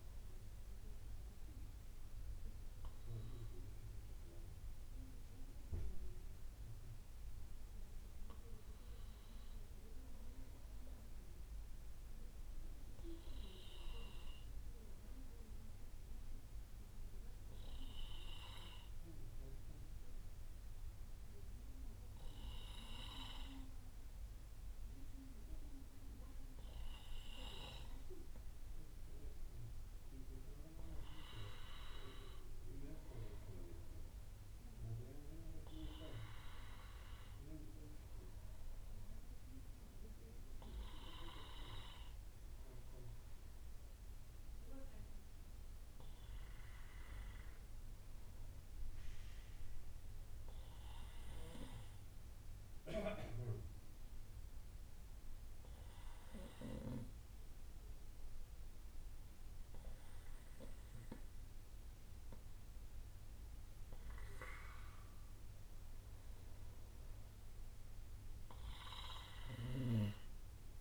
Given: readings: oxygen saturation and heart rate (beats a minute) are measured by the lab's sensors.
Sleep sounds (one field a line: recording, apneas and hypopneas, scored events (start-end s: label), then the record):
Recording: breathing in sleep by a room microphone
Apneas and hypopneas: 2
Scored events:
2.50-7.50 s: arousal
3.00-10.00 s: bradycardia (device-marked, heart rate 68 before, 59 extreme)
13.00-16.00 s: bradycardia (device-marked, heart rate 68 before, 60 extreme)
19.50-31.00 s: obstructive apnea (oxygen 96% before, 93% lowest, heart rate 60 before, 59 extreme, up 5 after)
33.00-38.00 s: arousal
51.00-63.00 s: obstructive apnea (oxygen 96% before, 93% lowest, heart rate 63 before, 58 extreme, up 4 after)
52.00-57.00 s: bradycardia (device-marked, heart rate 68 before, 59 extreme)
65.00-69.50 s: arousal
From the record:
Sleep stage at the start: N2 (light sleep)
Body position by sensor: on the right side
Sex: male